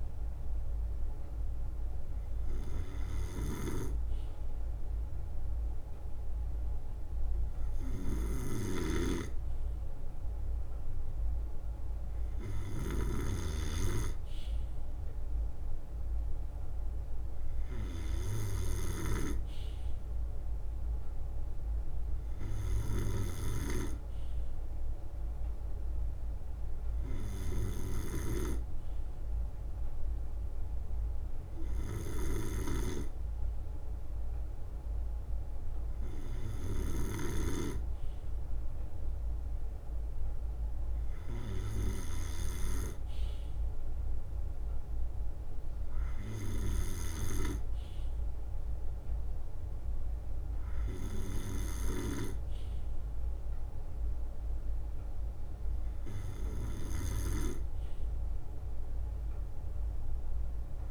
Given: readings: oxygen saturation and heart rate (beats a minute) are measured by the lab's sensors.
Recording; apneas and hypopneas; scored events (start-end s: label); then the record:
breathing in sleep by a room microphone; none
0.00-15.50 s: drop in pulse transit time (device-marked, heart rate 63 extreme)
3.00-37.00 s: snoring (device-marked)
4.00-8.50 s: leg movement (device-marked)
8.50-12.50 s: leg movement (device-marked)
21.00-23.50 s: leg movement (device-marked)
25.50-34.00 s: leg movement (device-marked)
30.50-45.50 s: drop in pulse transit time (device-marked, heart rate 65 before, 63 extreme)
43.50-46.00 s: leg movement (device-marked)
51.50-60.91 s: snoring (device-marked)
From the record:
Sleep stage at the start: N2 (light sleep); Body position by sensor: on the right side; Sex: male